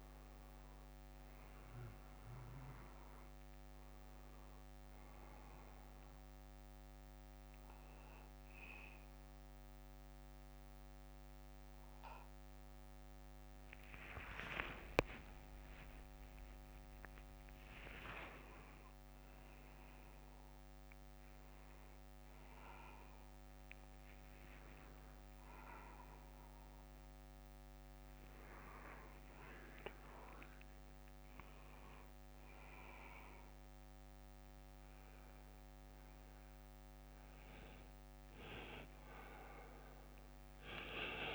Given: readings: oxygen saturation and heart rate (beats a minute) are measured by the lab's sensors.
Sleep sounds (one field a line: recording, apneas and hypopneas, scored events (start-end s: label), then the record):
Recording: a person awake in a sleep study, by a microphone on the trachea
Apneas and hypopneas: 1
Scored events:
5.50-15.50 s: hypopnea (oxygen 97% before, 93% lowest, heart rate 64 before, 55 extreme, up 24 after)
7.00-12.00 s: bradycardia (device-marked, heart rate 61 before, 55 extreme)
16.00-41.35 s: new sleep stage, awake
20.00-35.00 s: oxygen desaturation (device-marked, oxygen 96% before, 93% lowest, heart rate 64 before, 46 extreme)
From the record:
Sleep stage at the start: N2 (light sleep)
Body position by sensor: on the back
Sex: male